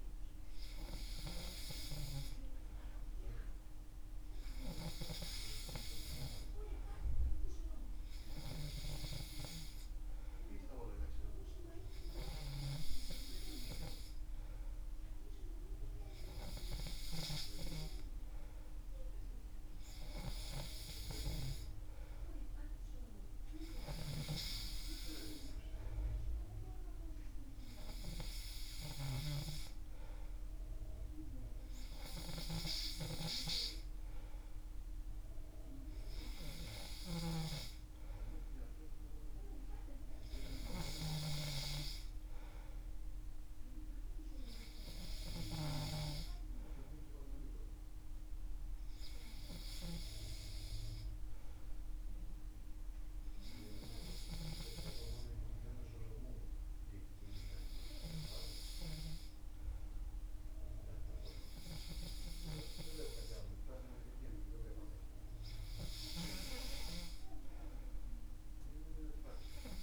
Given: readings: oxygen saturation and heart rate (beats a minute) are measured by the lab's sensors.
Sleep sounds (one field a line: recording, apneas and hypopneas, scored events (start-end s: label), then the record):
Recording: breathing in sleep by a room microphone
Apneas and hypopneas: none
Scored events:
none scored
From the record:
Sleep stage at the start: N3 (deep sleep)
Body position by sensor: on the back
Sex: male